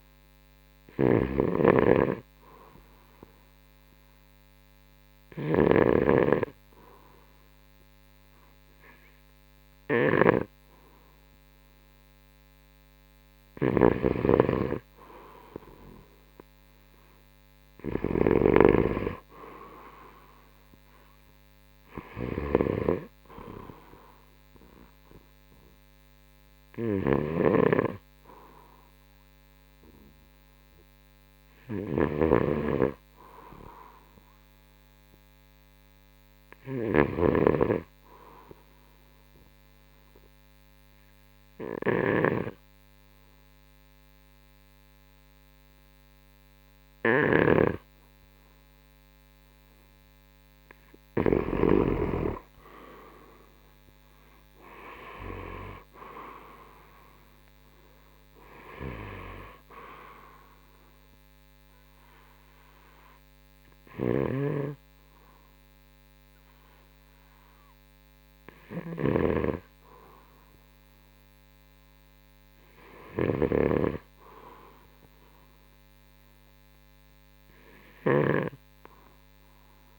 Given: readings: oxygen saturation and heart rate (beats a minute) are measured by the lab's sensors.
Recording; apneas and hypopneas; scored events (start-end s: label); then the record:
breathing in sleep by a microphone on the trachea; 1
0.00-3.00 s: oxygen desaturation (device-marked, oxygen 91% lowest, heart rate 66 extreme)
0.00-51.50 s: snoring (device-marked)
38.50-51.00 s: hypopnea (oxygen 94% before, 89% lowest, heart rate 71 before, 63 extreme, up 14 after)
52.50-56.50 s: arousal
53.00-65.00 s: drop in pulse transit time (device-marked, heart rate 68 before, 65 extreme)
62.00-79.00 s: oxygen desaturation (device-marked, oxygen 94% before, 89% lowest, heart rate 70 before, 63 extreme)
64.00-79.99 s: snoring (device-marked)
From the record:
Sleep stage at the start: N2 (light sleep); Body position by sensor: on the right side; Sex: male